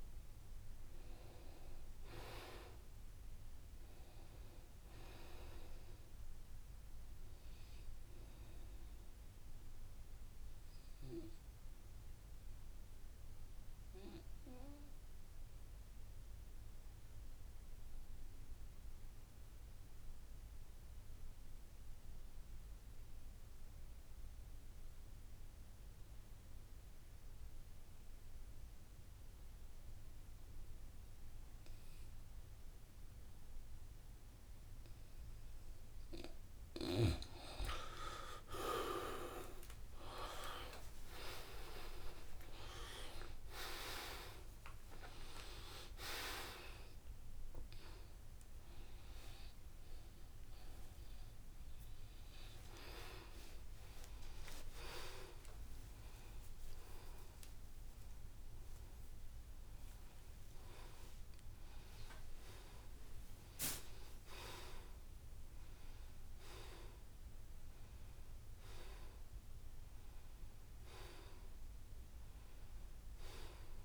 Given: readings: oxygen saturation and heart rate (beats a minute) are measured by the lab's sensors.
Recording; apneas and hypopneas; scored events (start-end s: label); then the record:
a person partly awake in a sleep study, by a room microphone; 1
0.00-14.00 s: oxygen desaturation (device-marked, oxygen 75% lowest, heart rate 64 extreme)
10.00-36.50 s: obstructive apnea (oxygen 86% before, 77% lowest, heart rate 96 before, 64 extreme)
28.00-67.00 s: oxygen desaturation (device-marked, oxygen 98% before, 77% lowest, heart rate 68 before, 73 extreme)
39.50-41.50 s: long interval between heartbeats (device-marked, heart rate 69 before, 87 extreme)
48.00-73.85 s: new sleep stage, awake
49.00-51.00 s: long interval between heartbeats (device-marked, heart rate 93 before, 93 extreme)
53.00-55.00 s: long interval between heartbeats (device-marked, heart rate 98 before, 98 extreme)
56.50-58.50 s: long interval between heartbeats (device-marked, heart rate 102 before, 111 extreme)
58.50-60.50 s: long interval between heartbeats (device-marked, heart rate 106 before, 143 extreme)
From the record:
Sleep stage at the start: N2 (light sleep); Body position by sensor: on the back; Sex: male